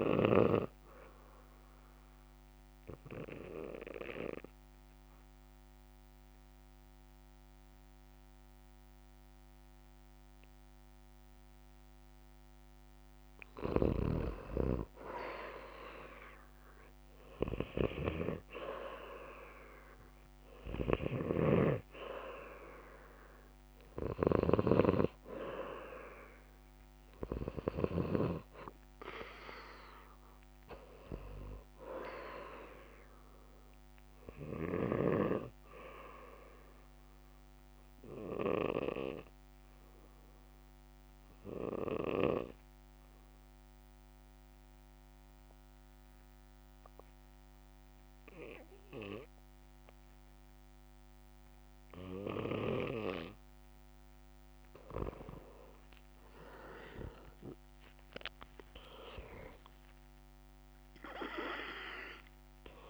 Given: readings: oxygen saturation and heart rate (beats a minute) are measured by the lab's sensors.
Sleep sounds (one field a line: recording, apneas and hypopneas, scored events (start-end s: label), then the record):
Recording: breathing in sleep by a microphone on the trachea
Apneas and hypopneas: 2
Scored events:
3.00-13.50 s: obstructive apnea (oxygen 97% before, 88% lowest, heart rate 67 before, 64 extreme, up 6 after)
16.00-19.00 s: arousal
16.50-34.50 s: oxygen desaturation (device-marked, oxygen 96% before, 90% lowest, heart rate 67 before, 63 extreme)
21.00-28.50 s: snoring (device-marked)
37.00-54.50 s: obstructive apnea (oxygen 96% before, 88% lowest, heart rate 68 before, 59 extreme, up 10 after)
54.50-62.90 s: oxygen desaturation (device-marked, oxygen 96% before, 88% lowest, heart rate 66 before, 56 extreme)
56.50-60.00 s: arousal
From the record:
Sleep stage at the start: N2 (light sleep)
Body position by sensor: on the back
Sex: male